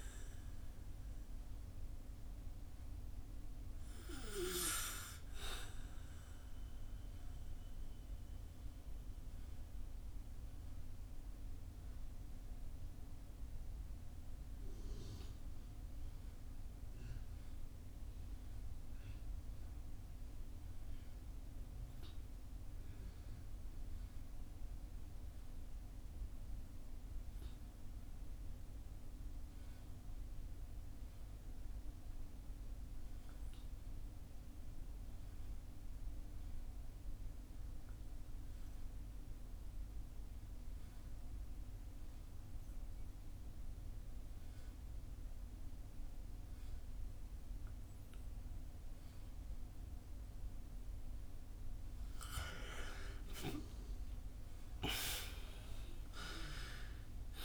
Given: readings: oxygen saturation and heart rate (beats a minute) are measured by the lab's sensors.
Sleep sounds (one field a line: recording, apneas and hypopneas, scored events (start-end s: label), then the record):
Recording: breathing in sleep by a room microphone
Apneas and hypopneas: 1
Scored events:
0.00-21.50 s: oxygen desaturation (device-marked, oxygen 76% lowest, heart rate 51 extreme)
2.50-50.50 s: obstructive apnea (oxygen 93% before, 75% lowest, heart rate 64 before, 51 extreme, up 13 after)
37.50-57.45 s: oxygen desaturation (device-marked, oxygen 98% before, 75% lowest, heart rate 57 before, 47 extreme)
52.50-56.50 s: arousal
From the record:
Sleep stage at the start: N2 (light sleep)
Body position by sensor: on the back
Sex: male